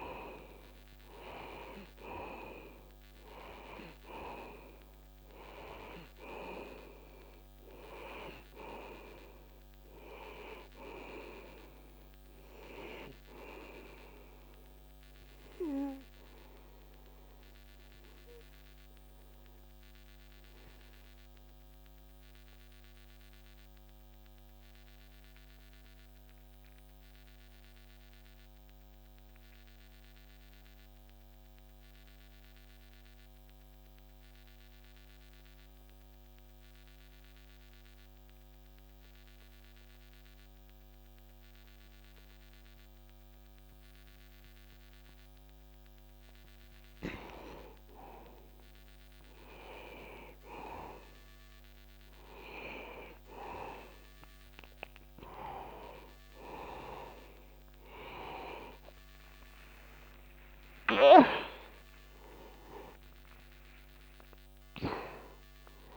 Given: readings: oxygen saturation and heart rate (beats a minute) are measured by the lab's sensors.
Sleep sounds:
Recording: breathing in sleep by a microphone on the trachea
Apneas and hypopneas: 1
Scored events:
0.00-33.50 s: oxygen desaturation (device-marked, oxygen 84% lowest, heart rate 62 extreme)
16.50-47.00 s: mixed apnea (oxygen 97% before, 84% lowest, heart rate 63 before, 54 extreme, up 0 after)
49.50-65.97 s: new sleep stage, awake
52.50-65.97 s: oxygen desaturation (device-marked, oxygen 98% before, 86% lowest, heart rate 62 before, 54 extreme)
From the record:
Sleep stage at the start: N2 (light sleep)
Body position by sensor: on the back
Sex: male

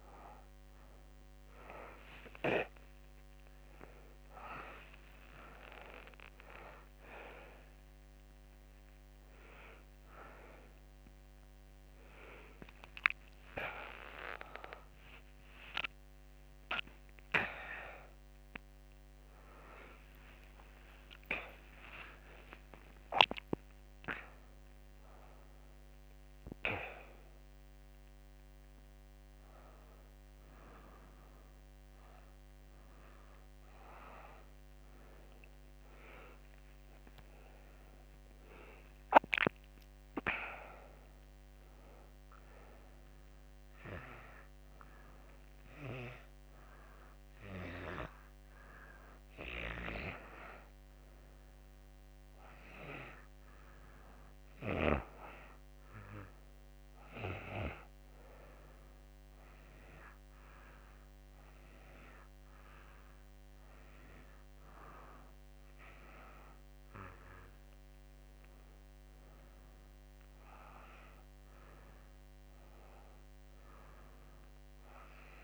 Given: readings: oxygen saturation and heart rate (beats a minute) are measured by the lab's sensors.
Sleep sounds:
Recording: a person partly awake in a sleep study, by a microphone on the trachea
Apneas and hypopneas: 1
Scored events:
3.50-33.50 s: new sleep stage, awake
33.50-75.44 s: new sleep stage, N2 (light sleep)
53.50-65.50 s: oxygen desaturation (device-marked, oxygen 96% before, 93% lowest, heart rate 93 before, 88 extreme)
57.00-67.50 s: hypopnea (oxygen 97% before, 92% lowest, heart rate 92 before, 88 extreme, up 1 after)
74.00-75.44 s: arousal
From the record:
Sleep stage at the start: N2 (light sleep)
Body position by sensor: on the back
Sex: female

